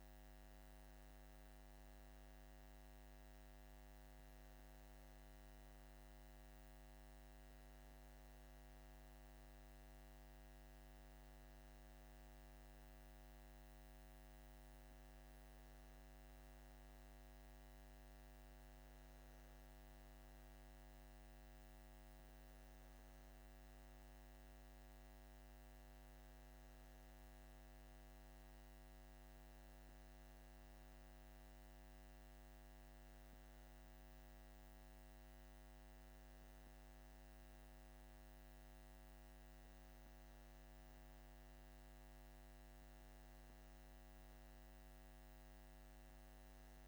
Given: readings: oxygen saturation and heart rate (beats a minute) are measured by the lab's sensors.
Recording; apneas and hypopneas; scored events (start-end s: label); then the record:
breathing in sleep, hard to hear, by a microphone on the trachea; none
none scored
From the record:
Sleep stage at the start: N2 (light sleep); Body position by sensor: on the back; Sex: male